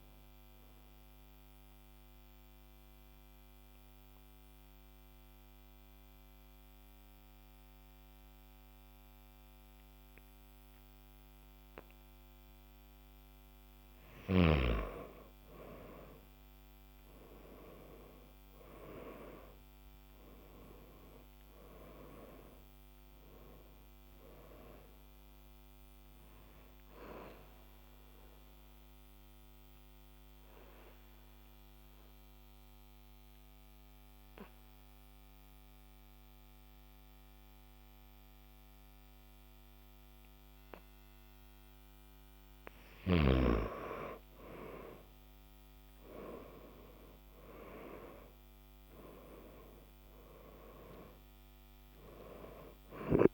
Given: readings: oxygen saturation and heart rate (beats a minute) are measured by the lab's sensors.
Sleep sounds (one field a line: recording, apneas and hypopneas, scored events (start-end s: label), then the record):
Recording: breathing in sleep by a microphone on the trachea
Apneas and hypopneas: 2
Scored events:
3.50-15.00 s: mixed apnea (oxygen 98% before, 93% lowest, heart rate 75 before, 49 extreme, up 12 after)
17.50-22.00 s: arousal
17.50-24.50 s: oxygen desaturation (device-marked, oxygen 98% before, 95% lowest, heart rate 64 before, 49 extreme)
27.50-42.00 s: obstructive apnea (oxygen 98% before, 93% lowest, heart rate 61 before, 48 extreme, up 16 after)
41.50-50.50 s: oxygen desaturation (device-marked, oxygen 97% before, 93% lowest, heart rate 54 before, 48 extreme)
44.50-49.00 s: arousal
From the record:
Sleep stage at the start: N2 (light sleep)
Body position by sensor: on the back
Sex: male